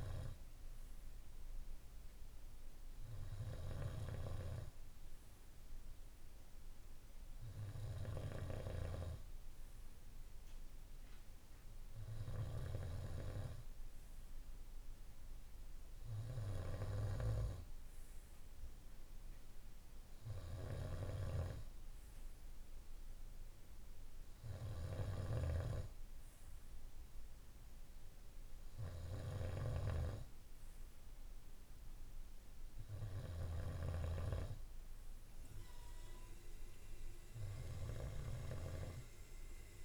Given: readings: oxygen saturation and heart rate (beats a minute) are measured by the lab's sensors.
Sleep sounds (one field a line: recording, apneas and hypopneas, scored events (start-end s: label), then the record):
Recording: breathing in sleep by a room microphone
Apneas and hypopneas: none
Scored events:
25.00-33.50 s: snoring (device-marked)
From the record:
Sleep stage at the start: N2 (light sleep)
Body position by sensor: on the right side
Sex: male